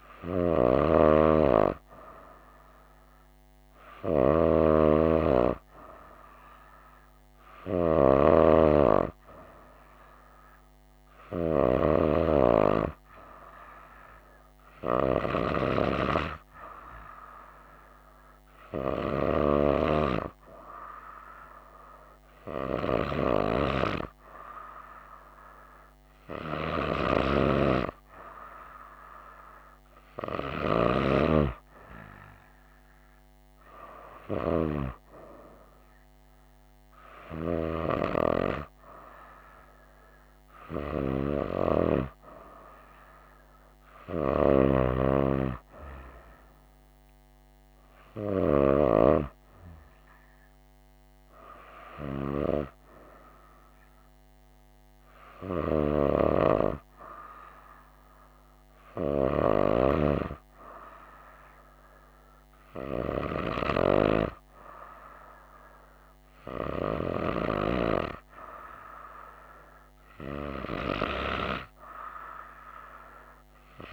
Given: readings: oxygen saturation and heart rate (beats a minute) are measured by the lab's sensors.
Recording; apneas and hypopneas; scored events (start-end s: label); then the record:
breathing in sleep by a microphone on the trachea; none
none scored
From the record:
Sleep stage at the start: N2 (light sleep); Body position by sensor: on the right side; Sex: female